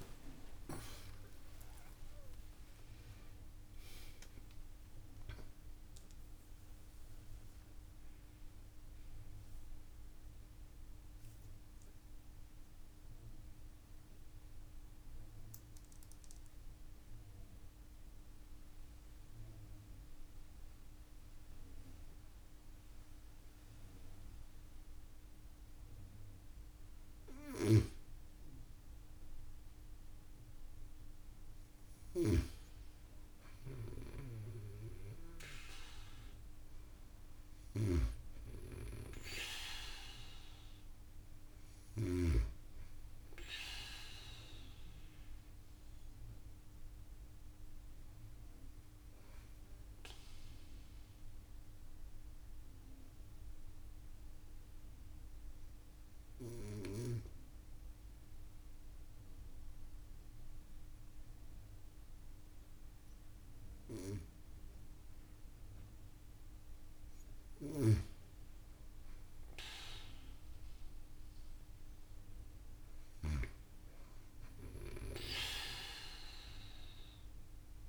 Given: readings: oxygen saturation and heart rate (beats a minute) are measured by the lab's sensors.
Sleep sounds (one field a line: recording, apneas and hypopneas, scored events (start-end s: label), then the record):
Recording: breathing in sleep by a room microphone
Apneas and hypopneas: 2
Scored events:
0.00-5.00 s: arousal
2.00-4.00 s: long interval between heartbeats (device-marked)
4.00-6.00 s: long interval between heartbeats (device-marked)
11.00-26.00 s: obstructive apnea (oxygen 96% before, 93% lowest)
29.00-32.00 s: arousal
31.50-42.00 s: snoring (device-marked)
39.50-59.50 s: oxygen desaturation (device-marked, oxygen 97% before, 93% lowest)
50.50-66.00 s: obstructive apnea (oxygen 97% before, 92% lowest)
67.00-72.00 s: arousal
From the record:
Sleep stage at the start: N2 (light sleep)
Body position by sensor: on the back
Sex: female